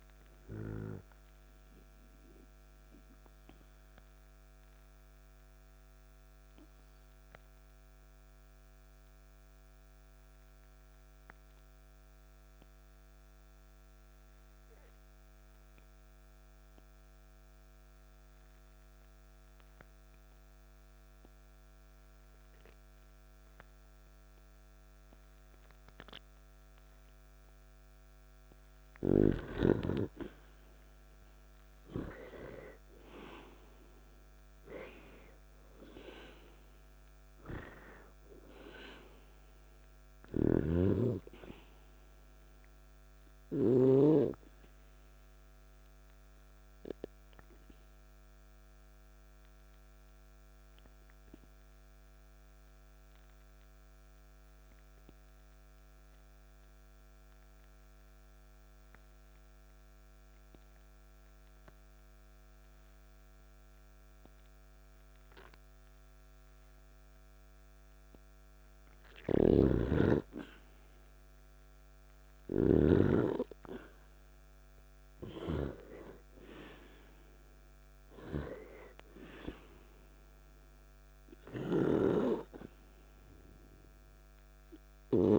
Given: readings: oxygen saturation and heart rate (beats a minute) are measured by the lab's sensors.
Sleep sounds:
breathing in sleep by a microphone on the trachea; 2
2.50-26.50 s: obstructive apnea (oxygen 98% before, 88% lowest, heart rate 58 before, 48 extreme, up 3 after)
13.00-28.00 s: oxygen desaturation (device-marked, oxygen 96% before, 91% lowest, heart rate 57 before, 48 extreme)
29.50-33.50 s: arousal
37.00-41.00 s: oxygen desaturation (device-marked, oxygen 98% before, 92% lowest, heart rate 51 before, 53 extreme)
40.00-44.00 s: snoring (device-marked)
47.00-68.00 s: obstructive apnea (oxygen 98% before, 88% lowest, heart rate 53 before, 51 extreme, up 0 after)
50.00-70.00 s: oxygen desaturation (device-marked, oxygen 96% before, 88% lowest, heart rate 54 before, 51 extreme)
69.00-73.00 s: snoring (device-marked)
70.00-75.00 s: arousal
81.50-85.38 s: snoring (device-marked)
From the record:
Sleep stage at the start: N2 (light sleep); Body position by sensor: on the back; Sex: male

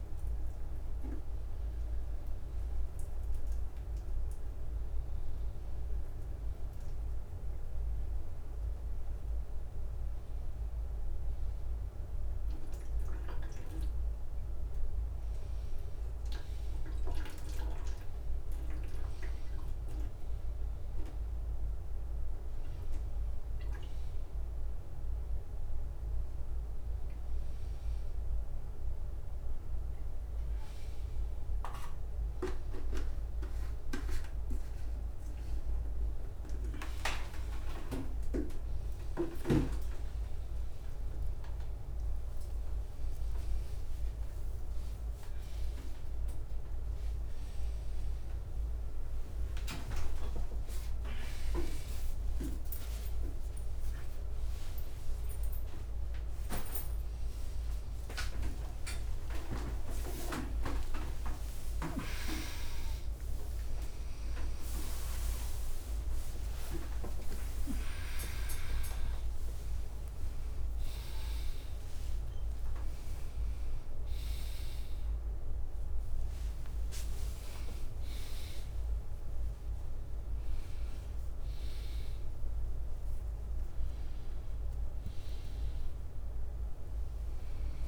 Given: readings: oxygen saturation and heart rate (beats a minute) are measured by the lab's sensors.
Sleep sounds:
a person awake in a sleep study, by a room microphone; none
0.00-6.50 s: drop in pulse transit time (device-marked, heart rate 74 extreme)
17.00-18.00 s: leg movement (device-marked)
33.00-34.50 s: leg movement (device-marked)
42.50-45.50 s: drop in pulse transit time (device-marked, heart rate 73 before, 76 extreme)
54.50-62.00 s: leg movement (device-marked)
62.50-68.50 s: tachycardia (device-marked, heart rate 69 before, 110 extreme)
63.50-71.00 s: leg movement (device-marked)
65.50-67.50 s: long interval between heartbeats (device-marked, heart rate 79 before, 106 extreme)
71.00-73.50 s: leg movement (device-marked)
75.00-76.50 s: leg movement (device-marked)
From the record:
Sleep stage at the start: awake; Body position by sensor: upright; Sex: male

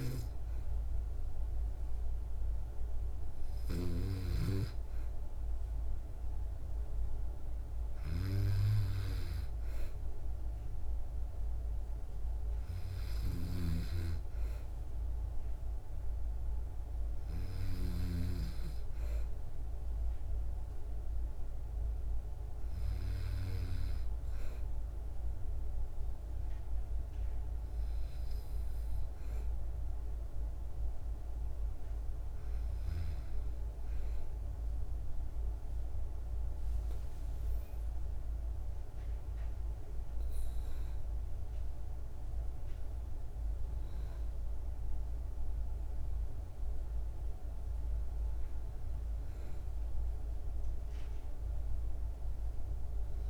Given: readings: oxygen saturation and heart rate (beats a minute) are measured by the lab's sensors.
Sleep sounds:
breathing in sleep by a room microphone; none
13.00-18.00 s: snoring (device-marked)
36.50-40.50 s: arousal
From the record:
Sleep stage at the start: N2 (light sleep); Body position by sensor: on the back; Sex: female

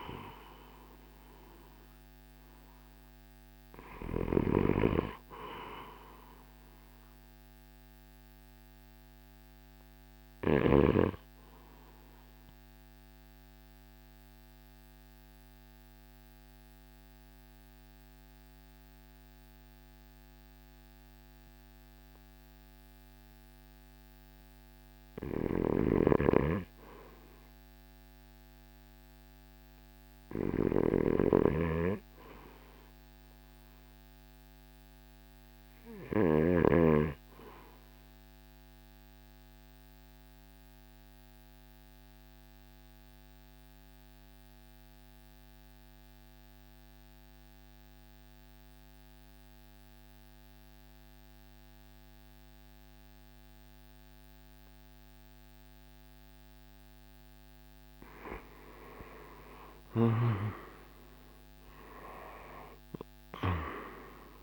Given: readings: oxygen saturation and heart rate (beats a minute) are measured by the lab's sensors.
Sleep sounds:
breathing in sleep by a microphone on the trachea; 2
10.50-22.50 s: oxygen desaturation (device-marked, oxygen 95% before, 90% lowest, heart rate 57 before, 53 extreme)
12.00-23.00 s: obstructive apnea (oxygen 96% before, 88% lowest, heart rate 57 before, 53 extreme, up 3 after)
25.50-36.50 s: snoring (device-marked)
25.50-64.43 s: new sleep stage, REM sleep
26.00-30.50 s: arousal
40.00-56.50 s: obstructive apnea (oxygen 97% before, 81% lowest, heart rate 55 before, 51 extreme, up 17 after)
47.50-64.43 s: oxygen desaturation (device-marked, oxygen 97% before, 81% lowest, heart rate 55 before, 52 extreme)
59.00-64.00 s: arousal
From the record:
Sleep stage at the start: N2 (light sleep); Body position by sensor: on the right side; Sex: male

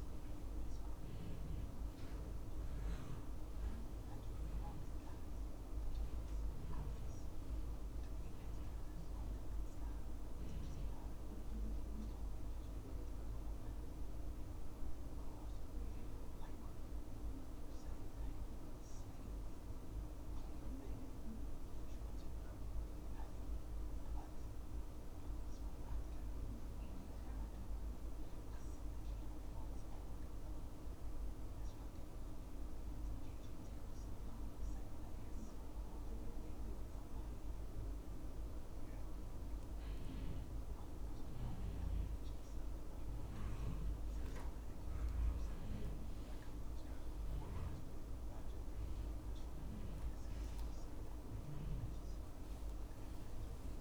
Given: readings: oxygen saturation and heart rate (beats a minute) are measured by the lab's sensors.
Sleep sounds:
breathing in sleep, hard to hear, by a room microphone; 1
29.50-42.00 s: hypopnea (oxygen 97% before, 91% lowest, heart rate 78 before, 76 extreme, up 1 after)
43.50-47.00 s: arousal
50.50-53.81 s: oxygen desaturation (device-marked, oxygen 95% before, 91% lowest, heart rate 77 before, 71 extreme)
From the record:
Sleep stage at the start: N2 (light sleep); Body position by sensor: on the back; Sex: male

